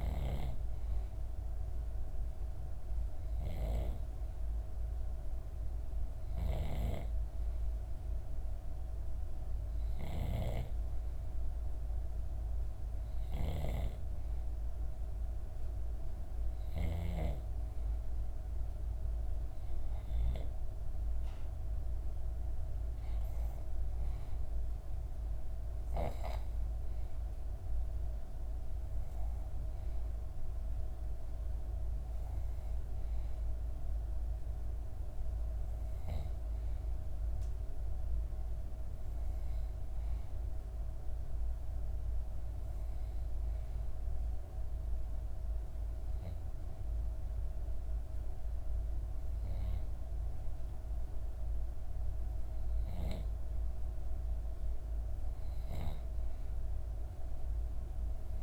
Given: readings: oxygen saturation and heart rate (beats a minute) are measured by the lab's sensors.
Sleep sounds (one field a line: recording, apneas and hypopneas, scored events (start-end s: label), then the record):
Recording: breathing in sleep by a room microphone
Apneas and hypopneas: 2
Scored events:
2.50-17.00 s: hypopnea (oxygen 95% before, 92% lowest, heart rate 65 before, 63 extreme, up 2 after)
22.00-26.50 s: arousal
42.50-53.50 s: obstructive apnea (oxygen 94% before, 92% lowest, heart rate 65 before, 64 extreme, up 2 after)
From the record:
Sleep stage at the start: N2 (light sleep)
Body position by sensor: on the back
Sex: female